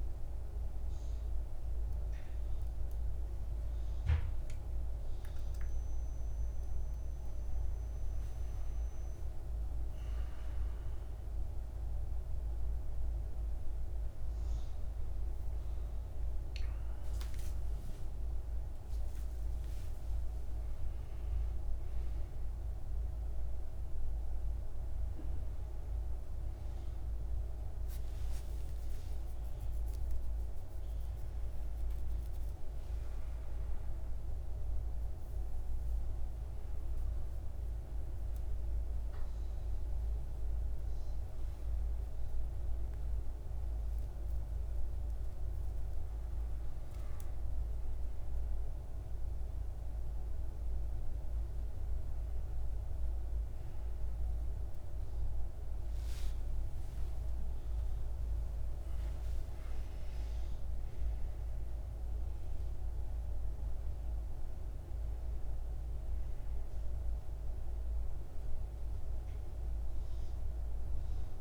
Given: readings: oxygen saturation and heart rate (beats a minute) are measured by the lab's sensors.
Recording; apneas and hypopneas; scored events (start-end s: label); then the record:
a person awake in a sleep study, hard to hear, by a room microphone; none
22.00-28.00 s: oxygen desaturation (device-marked, oxygen 100% before, 96% lowest, heart rate 72 before, 63 extreme)
From the record:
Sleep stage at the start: awake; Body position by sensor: on the right side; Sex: male